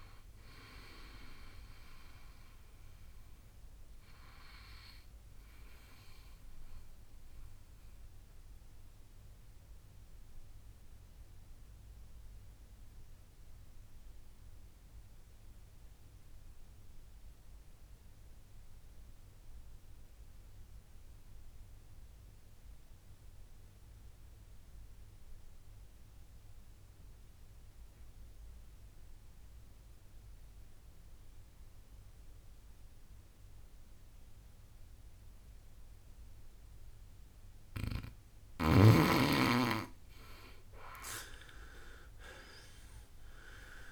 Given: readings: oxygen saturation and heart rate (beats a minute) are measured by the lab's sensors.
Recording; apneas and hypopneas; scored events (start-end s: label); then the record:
breathing in sleep by a room microphone; 1
0.00-19.50 s: oxygen desaturation (device-marked, oxygen 85% lowest, heart rate 56 extreme)
6.50-38.50 s: mixed apnea (oxygen 95% before, 86% lowest, heart rate 77 before, 56 extreme, up 16 after)
7.00-9.00 s: long interval between heartbeats (device-marked, heart rate 77 before, 63 extreme)
36.50-43.92 s: oxygen desaturation (device-marked, oxygen 98% before, 89% lowest, heart rate 60 before, 59 extreme)
41.00-43.92 s: arousal
From the record:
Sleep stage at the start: N2 (light sleep); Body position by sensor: on the back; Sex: male